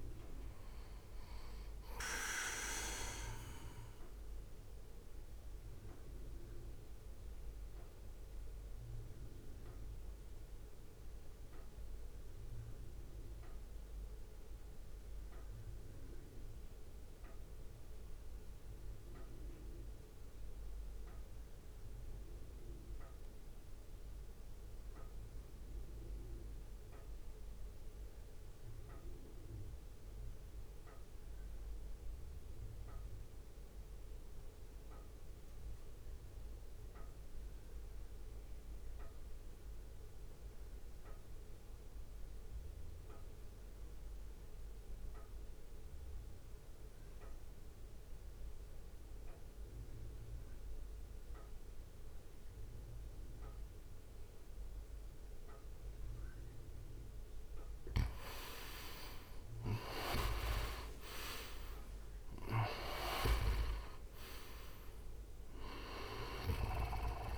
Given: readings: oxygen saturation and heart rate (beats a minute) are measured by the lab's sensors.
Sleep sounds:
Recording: breathing in sleep by a room microphone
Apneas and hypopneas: 1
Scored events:
0.00-7.00 s: oxygen desaturation (device-marked, oxygen 84% lowest, heart rate 55 extreme)
0.00-11.00 s: drop in pulse transit time (device-marked, heart rate 55 extreme)
4.50-56.00 s: mixed apnea (oxygen 96% before, 75% lowest, heart rate 59 before, 43 extreme, up 14 after)
14.00-25.00 s: oxygen desaturation (device-marked, oxygen 85% before, 80% lowest, heart rate 59 before, 44 extreme)
37.00-41.00 s: oxygen desaturation (device-marked, oxygen 99% before, 92% lowest, heart rate 66 before, 43 extreme)
38.00-47.00 s: drop in pulse transit time (device-marked, heart rate 66 before, 44 extreme)
59.50-63.50 s: arousal
63.00-67.38 s: drop in pulse transit time (device-marked, heart rate 47 before, 55 extreme)
From the record:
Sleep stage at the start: REM sleep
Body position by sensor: on the right side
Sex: male

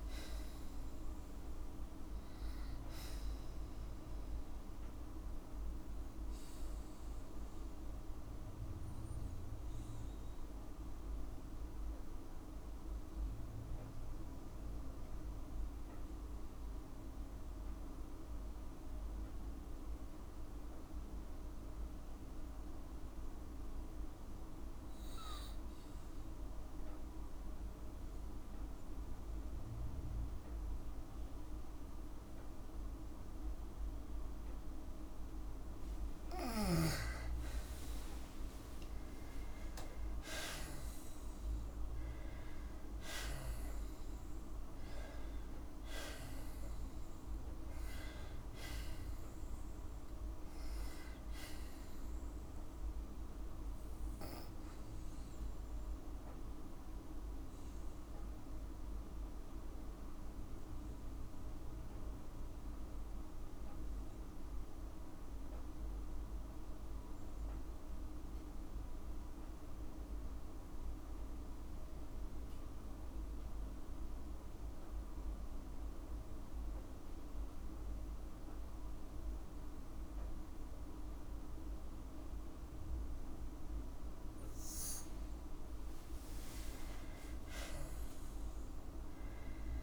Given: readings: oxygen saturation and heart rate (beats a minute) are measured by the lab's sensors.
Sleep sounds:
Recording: breathing in sleep, hard to hear, by a room microphone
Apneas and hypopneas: 2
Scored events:
0.00-3.00 s: arousal
5.00-35.00 s: obstructive apnea (oxygen 98% before, 91% lowest, heart rate 57 before, 51 extreme, up 8 after)
21.00-33.00 s: oxygen desaturation (device-marked, oxygen 97% before, 93% lowest, heart rate 54 before, 52 extreme)
37.50-40.50 s: arousal
52.50-83.50 s: obstructive apnea (oxygen 98% before, 90% lowest, heart rate 58 before, 53 extreme, up 8 after)
60.00-79.00 s: oxygen desaturation (device-marked, oxygen 97% before, 91% lowest, heart rate 59 before, 53 extreme)
87.50-89.83 s: arousal
From the record:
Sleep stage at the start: N2 (light sleep)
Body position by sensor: on the back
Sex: female

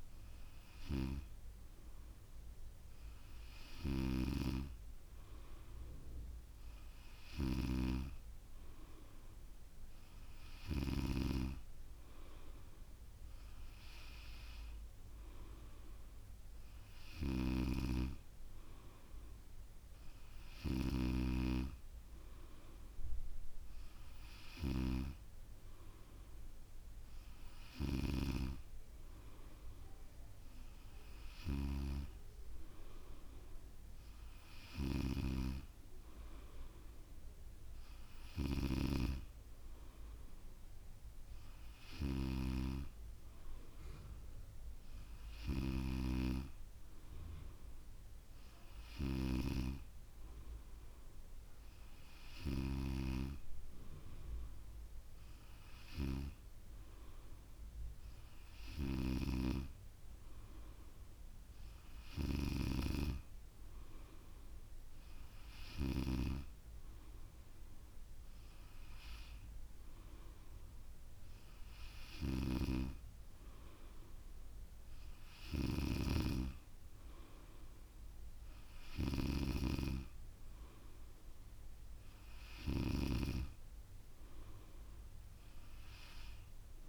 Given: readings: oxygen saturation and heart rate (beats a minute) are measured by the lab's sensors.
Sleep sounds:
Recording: breathing in sleep by a room microphone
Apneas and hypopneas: none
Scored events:
none scored
From the record:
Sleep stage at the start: N3 (deep sleep)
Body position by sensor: on the back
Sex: female

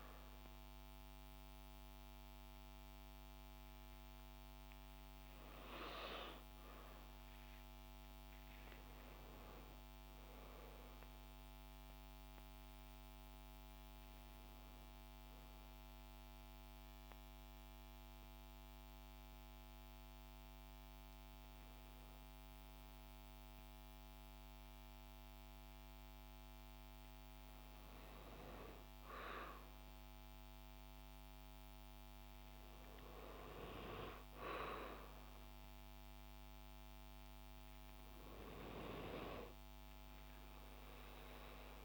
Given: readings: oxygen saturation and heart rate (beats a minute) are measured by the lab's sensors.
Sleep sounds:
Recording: breathing in sleep by a microphone on the trachea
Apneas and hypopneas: 1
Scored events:
14.00-27.50 s: hypopnea (oxygen 95% before, 92% lowest, heart rate 61 before, 50 extreme, up 3 after)
31.00-34.50 s: arousal
From the record:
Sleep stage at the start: N2 (light sleep)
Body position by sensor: on the back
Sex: female

